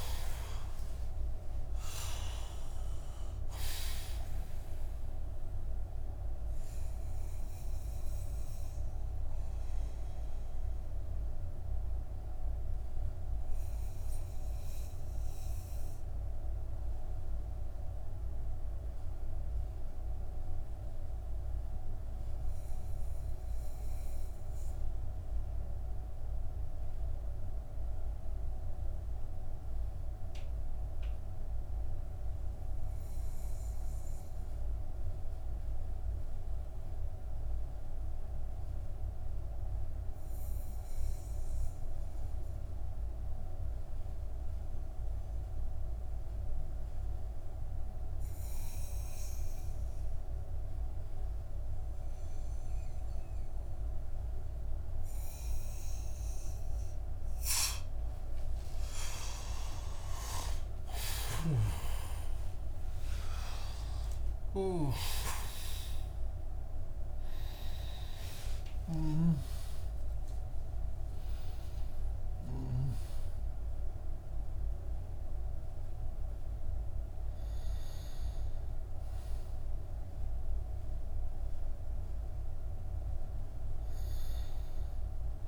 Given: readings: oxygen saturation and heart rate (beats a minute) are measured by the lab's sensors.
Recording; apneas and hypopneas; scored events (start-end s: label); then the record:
breathing in sleep by a room microphone; 1
0.00-1.50 s: arousal
6.00-35.00 s: oxygen desaturation (device-marked, oxygen 95% before, 88% lowest)
7.50-57.00 s: obstructive apnea (oxygen 98% before, 85% lowest)
54.00-85.48 s: oxygen desaturation (device-marked, oxygen 96% before, 85% lowest)
58.50-63.00 s: arousal
60.50-68.50 s: snoring (device-marked)
From the record:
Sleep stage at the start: N2 (light sleep); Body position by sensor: on the back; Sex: male